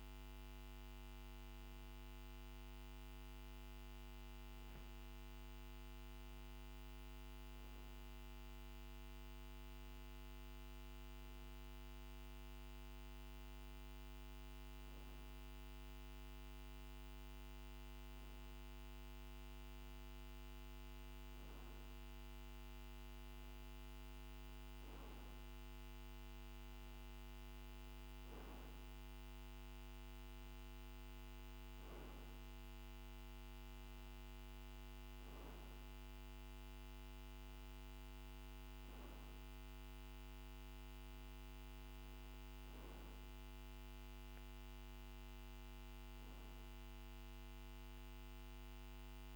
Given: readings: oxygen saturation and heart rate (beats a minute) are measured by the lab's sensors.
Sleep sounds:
breathing in sleep, hard to hear, by a microphone on the trachea; none
none scored
From the record:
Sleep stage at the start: N2 (light sleep); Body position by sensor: on the back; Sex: male

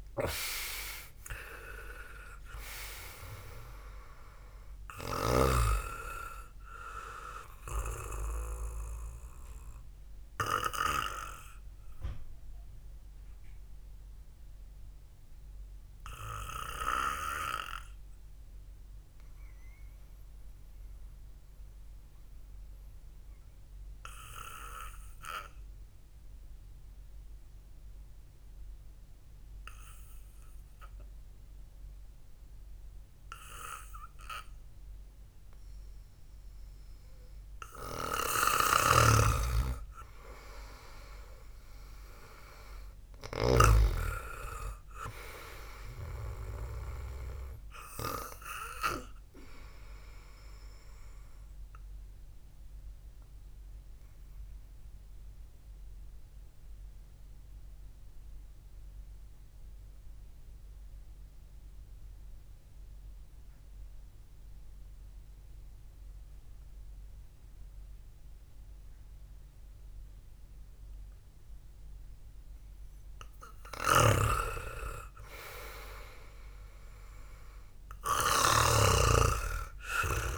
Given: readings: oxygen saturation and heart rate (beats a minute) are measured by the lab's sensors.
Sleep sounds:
breathing in sleep by a room microphone; 2
6.50-11.50 s: oxygen desaturation (device-marked, oxygen 94% before, 91% lowest, heart rate 63 before, 64 extreme)
12.00-36.50 s: mixed apnea (oxygen 98% before, 90% lowest, heart rate 64 before, 58 extreme, up 1 after)
16.50-25.50 s: oxygen desaturation (device-marked, oxygen 93% before, 90% lowest, heart rate 66 before, 59 extreme)
39.00-44.00 s: snoring (device-marked)
39.50-43.00 s: arousal
41.50-67.50 s: oxygen desaturation (device-marked, oxygen 97% before, 92% lowest, heart rate 68 before, 58 extreme)
50.50-72.50 s: obstructive apnea (oxygen 99% before, 89% lowest, heart rate 66 before, 60 extreme, up 0 after)
57.50-80.38 s: new sleep stage, REM sleep
74.00-79.50 s: snoring (device-marked)
74.50-78.50 s: arousal
From the record:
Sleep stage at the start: N2 (light sleep); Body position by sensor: on the back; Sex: male

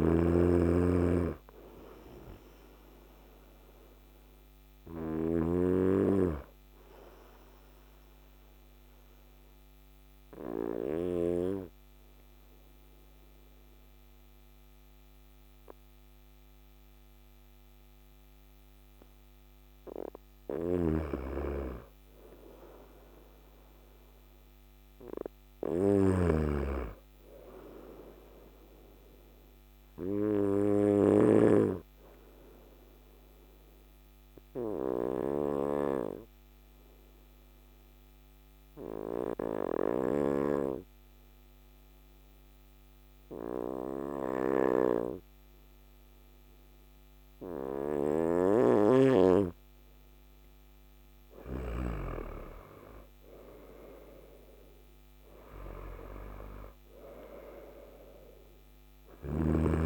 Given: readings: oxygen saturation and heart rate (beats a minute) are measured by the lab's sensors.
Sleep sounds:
breathing in sleep by a microphone on the trachea; 2
0.00-4.50 s: snoring (device-marked)
0.00-18.00 s: oxygen desaturation (device-marked, oxygen 91% lowest, heart rate 55 extreme)
3.00-19.00 s: obstructive apnea (oxygen 98% before, 91% lowest, heart rate 63 before, 55 extreme, up 1 after)
20.00-31.00 s: snoring (device-marked)
21.50-25.00 s: arousal
30.00-48.50 s: obstructive apnea (oxygen 100% before, 92% lowest, heart rate 57 before, 54 extreme, up 9 after)
50.00-53.00 s: arousal
52.00-59.86 s: oxygen desaturation (device-marked, oxygen 97% before, 92% lowest, heart rate 55 before, 55 extreme)
58.50-59.86 s: snoring (device-marked)
From the record:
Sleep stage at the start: N2 (light sleep); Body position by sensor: on the right side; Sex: male

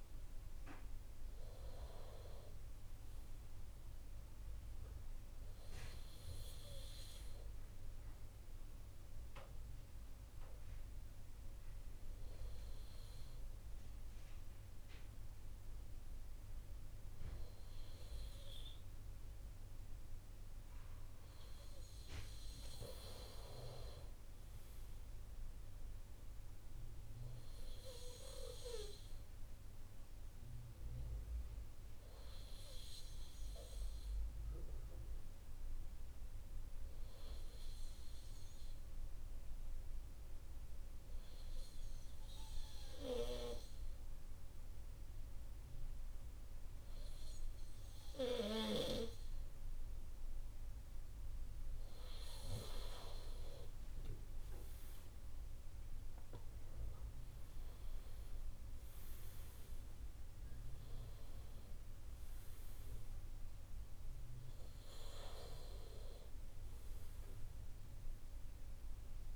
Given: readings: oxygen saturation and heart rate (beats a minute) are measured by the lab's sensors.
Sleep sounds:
breathing in sleep by a room microphone; 2
4.00-21.00 s: hypopnea (oxygen 96% before, 94% lowest, heart rate 80 before, 69 extreme, up 5 after)
23.00-26.00 s: arousal
30.50-51.50 s: obstructive apnea (oxygen 98% before, 94% lowest, heart rate 72 before, 65 extreme, up 6 after)
54.00-58.00 s: arousal
From the record:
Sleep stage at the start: N2 (light sleep); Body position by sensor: on the right side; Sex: male

